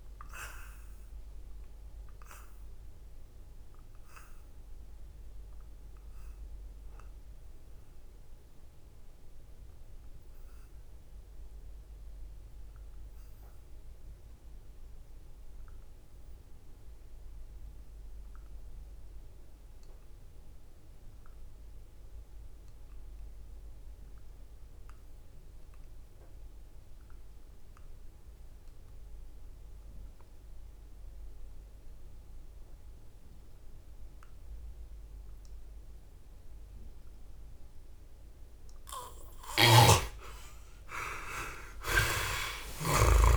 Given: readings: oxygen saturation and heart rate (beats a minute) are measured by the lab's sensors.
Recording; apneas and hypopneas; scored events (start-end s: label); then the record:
breathing in sleep by a room microphone; 1
0.00-23.00 s: oxygen desaturation (device-marked, oxygen 48% lowest, heart rate 69 extreme)
0.50-38.00 s: obstructive apnea (oxygen 87% before, 48% lowest, heart rate 77 before, 61 extreme, up 10 after)
31.00-43.37 s: oxygen desaturation (device-marked, oxygen 85% before, 50% lowest, heart rate 71 before, 61 extreme)
39.50-43.00 s: arousal
41.50-43.37 s: snoring (device-marked)
From the record:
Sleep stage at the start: N2 (light sleep); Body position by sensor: on the back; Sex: male